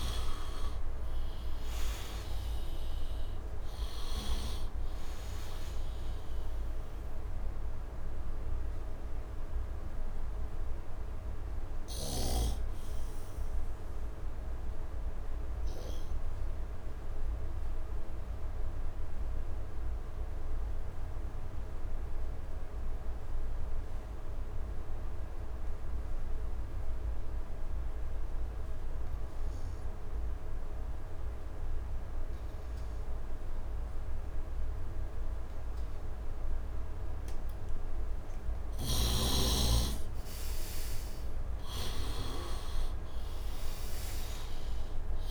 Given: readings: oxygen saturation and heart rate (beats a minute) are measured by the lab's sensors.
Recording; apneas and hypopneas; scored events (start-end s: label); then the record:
breathing in sleep by a room microphone; 1
0.00-23.50 s: oxygen desaturation (device-marked, oxygen 64% lowest, heart rate 69 extreme)
9.00-38.00 s: obstructive apnea (oxygen 97% before, 64% lowest, heart rate 81 before, 68 extreme, up 7 after)
31.50-45.31 s: oxygen desaturation (device-marked, oxygen 100% before, 68% lowest, heart rate 73 before, 68 extreme)
40.00-44.00 s: arousal
From the record:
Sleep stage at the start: N2 (light sleep); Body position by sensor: on the right side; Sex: male